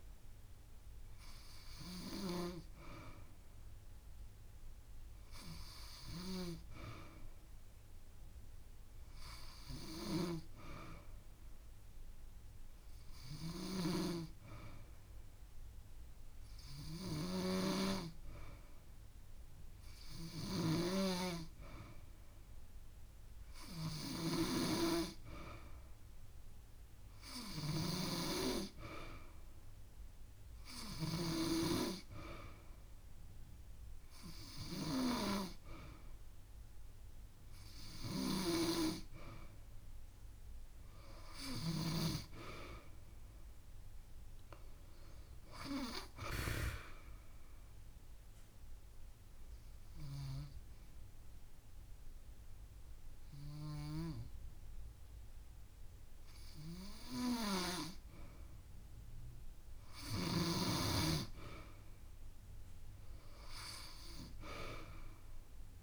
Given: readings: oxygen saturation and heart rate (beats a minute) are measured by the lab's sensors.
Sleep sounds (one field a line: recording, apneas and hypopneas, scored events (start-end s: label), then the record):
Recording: breathing in sleep by a room microphone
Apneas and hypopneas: 1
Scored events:
8.50-10.50 s: long interval between heartbeats (device-marked)
47.00-58.50 s: obstructive apnea (oxygen 94% before, 93% lowest)
62.00-64.00 s: long interval between heartbeats (device-marked)
62.50-65.83 s: arousal
64.50-65.83 s: drop in pulse transit time (device-marked)
From the record:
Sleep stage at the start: N2 (light sleep)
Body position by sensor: on the back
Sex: female